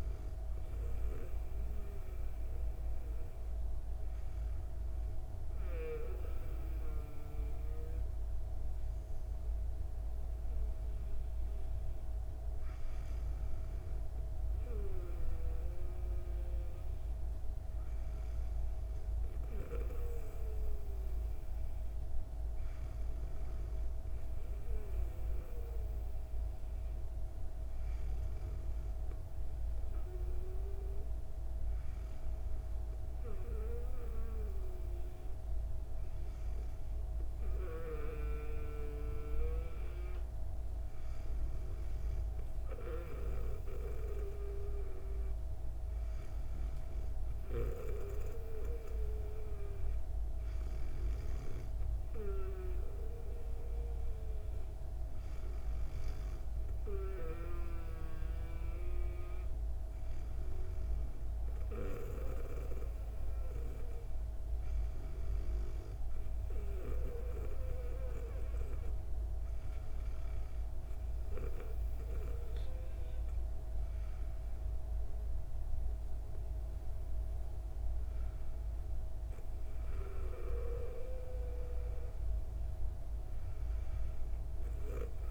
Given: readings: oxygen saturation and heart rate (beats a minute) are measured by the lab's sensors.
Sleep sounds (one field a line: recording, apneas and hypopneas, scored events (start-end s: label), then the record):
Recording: breathing in sleep by a room microphone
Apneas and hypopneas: none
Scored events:
none scored
From the record:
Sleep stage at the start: N2 (light sleep)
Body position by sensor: on the back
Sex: female